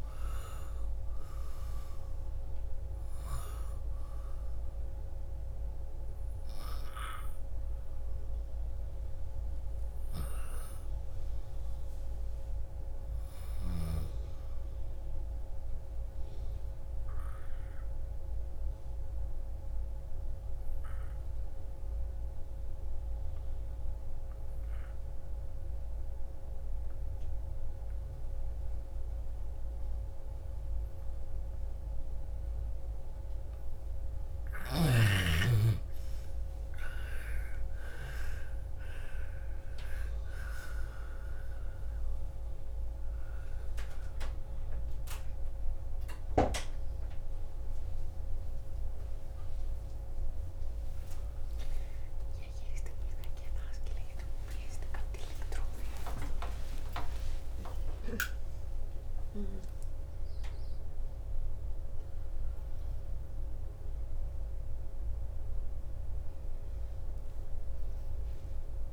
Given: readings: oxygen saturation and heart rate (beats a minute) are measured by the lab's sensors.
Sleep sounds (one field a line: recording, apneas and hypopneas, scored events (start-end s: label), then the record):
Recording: a person partly awake in a sleep study, by a room microphone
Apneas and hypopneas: 1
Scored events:
3.00-20.00 s: oxygen desaturation (device-marked, oxygen 98% before, 88% lowest)
15.50-33.00 s: obstructive apnea (oxygen 98% before, 79% lowest, heart rate 41 before, 37 extreme, up 46 after)
36.00-44.00 s: oxygen desaturation (device-marked, oxygen 97% before, 91% lowest, heart rate 47 before, 54 extreme)
44.00-68.93 s: new sleep stage, awake
46.00-63.00 s: oxygen desaturation (device-marked, oxygen 93% before, 79% lowest, heart rate 61 before, 63 extreme)
From the record:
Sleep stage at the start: N2 (light sleep)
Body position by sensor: on the left side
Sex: female